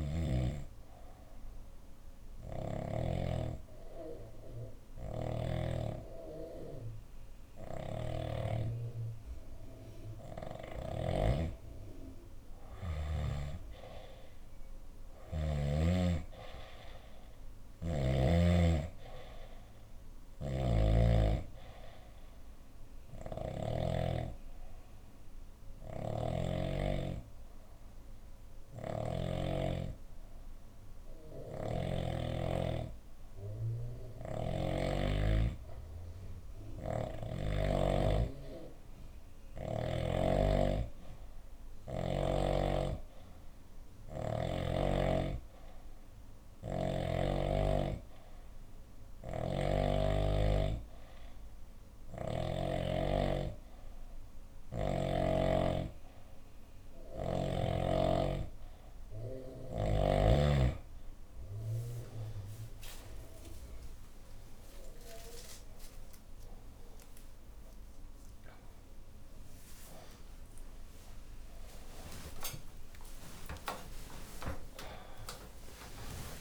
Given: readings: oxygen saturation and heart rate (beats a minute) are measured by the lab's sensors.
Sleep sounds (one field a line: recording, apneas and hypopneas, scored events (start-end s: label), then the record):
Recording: breathing in sleep by a room microphone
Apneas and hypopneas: none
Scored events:
0.00-2.50 s: snoring (device-marked)
1.00-5.00 s: bradycardia (device-marked, heart rate 66 before, 59 extreme)
4.50-8.00 s: snoring (device-marked)
17.00-29.00 s: oxygen desaturation (device-marked, oxygen 97% before, 91% lowest, heart rate 64 before, 59 extreme)
20.00-23.50 s: snoring (device-marked)
25.50-29.00 s: snoring (device-marked)
26.00-29.00 s: bradycardia (device-marked, heart rate 66 before, 60 extreme)
36.00-39.50 s: snoring (device-marked)
39.00-50.00 s: oxygen desaturation (device-marked, oxygen 96% before, 91% lowest, heart rate 62 before, 64 extreme)
From the record:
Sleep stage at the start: N2 (light sleep)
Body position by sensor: on the left side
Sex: female